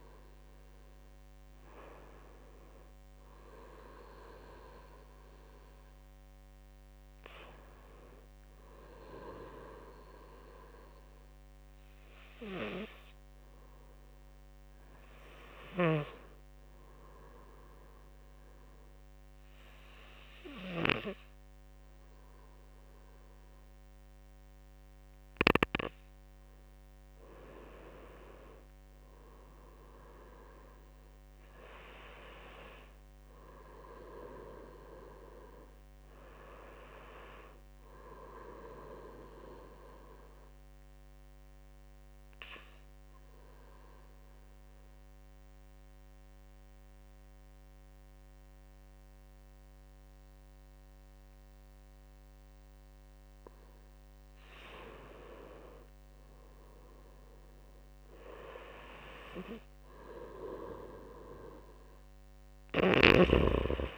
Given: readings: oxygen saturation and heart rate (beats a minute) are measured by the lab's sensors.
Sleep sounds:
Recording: breathing in sleep by a microphone on the trachea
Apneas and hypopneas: 2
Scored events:
16.50-26.50 s: obstructive apnea (oxygen 94% before, 90% lowest)
29.00-32.50 s: arousal
39.50-53.00 s: obstructive apnea (oxygen 93% before, 88% lowest)
55.50-63.98 s: oxygen desaturation (device-marked, oxygen 95% before, 90% lowest)
56.00-59.50 s: arousal
From the record:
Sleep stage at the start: N2 (light sleep)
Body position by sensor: on the right side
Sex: male

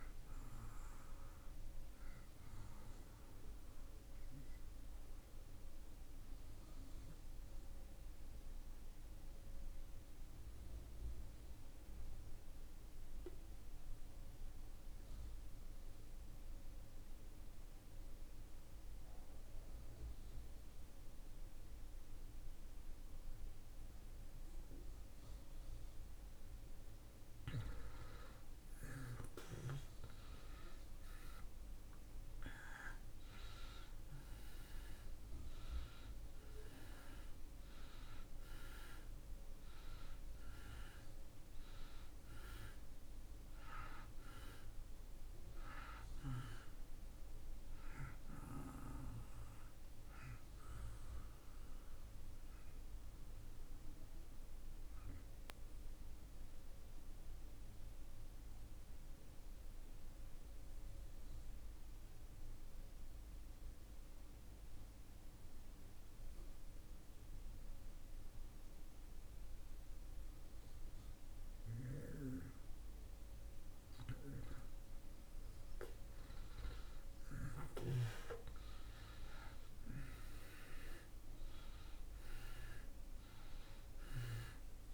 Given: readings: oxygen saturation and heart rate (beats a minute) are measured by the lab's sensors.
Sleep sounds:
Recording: breathing in sleep by a room microphone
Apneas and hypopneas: 2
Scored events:
0.00-13.00 s: oxygen desaturation (device-marked, oxygen 77% lowest)
3.50-23.50 s: obstructive apnea (oxygen 96% before, 78% lowest)
26.50-31.50 s: arousal
32.00-63.00 s: oxygen desaturation (device-marked, oxygen 96% before, 79% lowest)
54.00-74.00 s: obstructive apnea (oxygen 96% before, 79% lowest)
79.00-84.94 s: oxygen desaturation (device-marked, oxygen 96% before, 79% lowest)
81.50-84.94 s: arousal
From the record:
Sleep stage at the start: REM sleep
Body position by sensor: on the back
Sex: male

